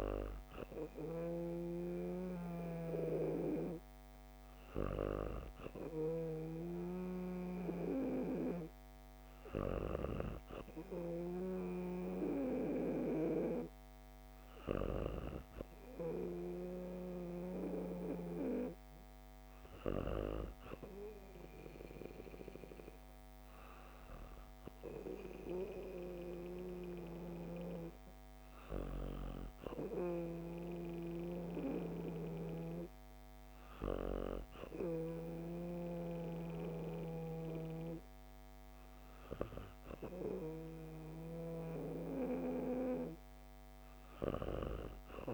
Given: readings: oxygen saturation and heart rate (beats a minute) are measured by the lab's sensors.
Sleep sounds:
breathing in sleep by a microphone on the trachea; none
1.00-10.00 s: snoring (device-marked)
From the record:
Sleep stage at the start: N2 (light sleep); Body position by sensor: on the back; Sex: female

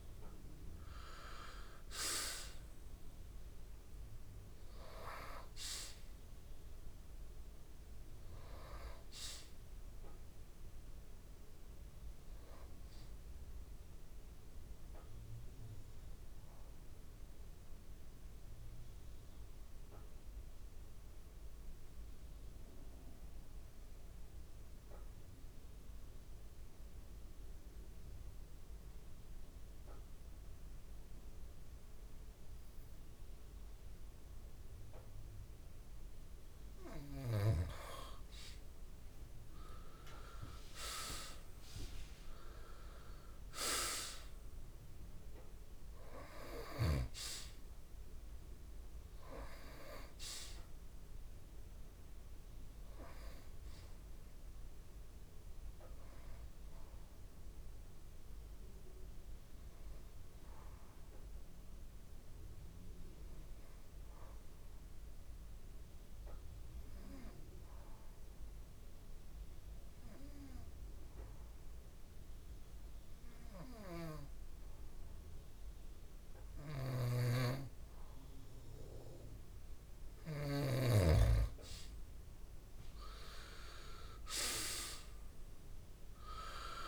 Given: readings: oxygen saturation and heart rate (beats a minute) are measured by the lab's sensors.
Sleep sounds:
breathing in sleep by a room microphone; 2
0.00-21.00 s: oxygen desaturation (device-marked, oxygen 85% lowest)
14.50-37.00 s: mixed apnea (oxygen 97% before, 85% lowest)
38.00-64.00 s: oxygen desaturation (device-marked, oxygen 98% before, 86% lowest)
38.50-43.00 s: arousal
57.00-78.50 s: obstructive apnea (oxygen 98% before, 86% lowest)
79.00-86.88 s: oxygen desaturation (device-marked, oxygen 98% before, 86% lowest)
81.50-85.00 s: arousal
From the record:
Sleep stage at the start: N2 (light sleep); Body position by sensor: on the back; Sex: male

